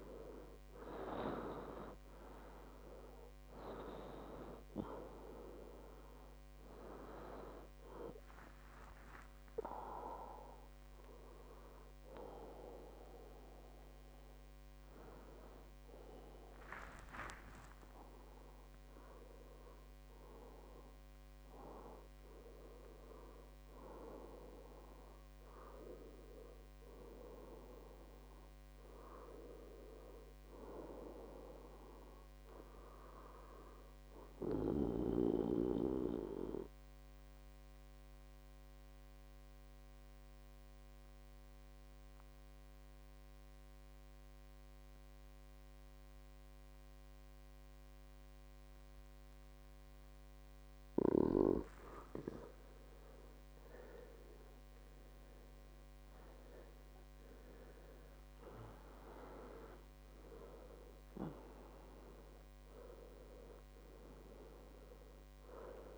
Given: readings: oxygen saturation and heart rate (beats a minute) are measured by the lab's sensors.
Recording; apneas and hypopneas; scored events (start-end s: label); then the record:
breathing in sleep by a microphone on the trachea; 1
0.00-1.00 s: arousal
1.00-21.00 s: oxygen desaturation (device-marked, oxygen 98% before, 94% lowest, heart rate 66 before, 61 extreme)
26.00-30.50 s: arousal
35.50-51.50 s: obstructive apnea (oxygen 98% before, 92% lowest, heart rate 72 before, 61 extreme, up 20 after)
53.50-58.00 s: arousal
54.00-65.98 s: oxygen desaturation (device-marked, oxygen 96% before, 92% lowest, heart rate 64 before, 72 extreme)
From the record:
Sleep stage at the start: N2 (light sleep); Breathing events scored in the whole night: 363 in 5.3 hours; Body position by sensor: on the back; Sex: male